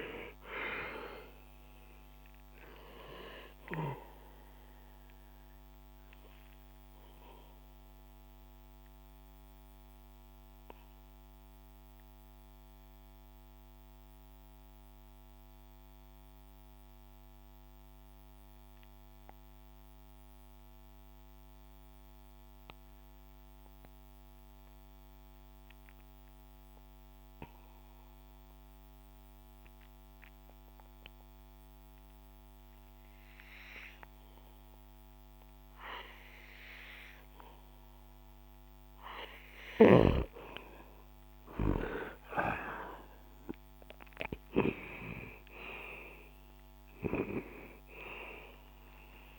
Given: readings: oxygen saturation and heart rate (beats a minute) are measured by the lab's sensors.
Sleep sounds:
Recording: breathing in sleep by a microphone on the trachea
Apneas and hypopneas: 1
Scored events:
0.00-22.50 s: oxygen desaturation (device-marked, oxygen 89% lowest, heart rate 60 extreme)
6.50-39.50 s: obstructive apnea (oxygen 99% before, 89% lowest, heart rate 68 before, 58 extreme, up 14 after)
42.50-45.50 s: arousal
43.50-49.39 s: oxygen desaturation (device-marked, oxygen 97% before, 89% lowest, heart rate 63 before, 58 extreme)
From the record:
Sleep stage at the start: N2 (light sleep)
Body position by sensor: on the back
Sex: male

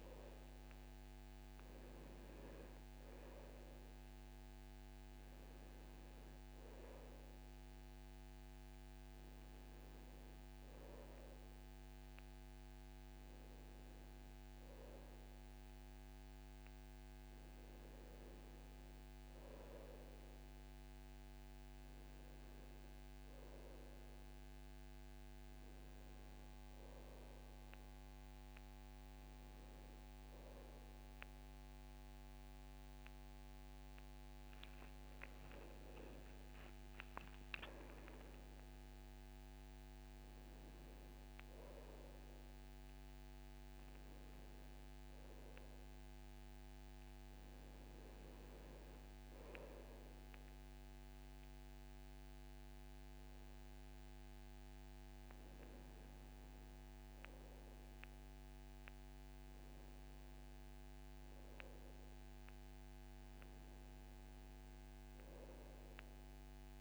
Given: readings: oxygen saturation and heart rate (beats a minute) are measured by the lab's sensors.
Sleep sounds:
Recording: a person awake in a sleep study, hard to hear, by a microphone on the trachea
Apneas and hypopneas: none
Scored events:
none scored
From the record:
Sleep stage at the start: awake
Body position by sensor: on the back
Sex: male

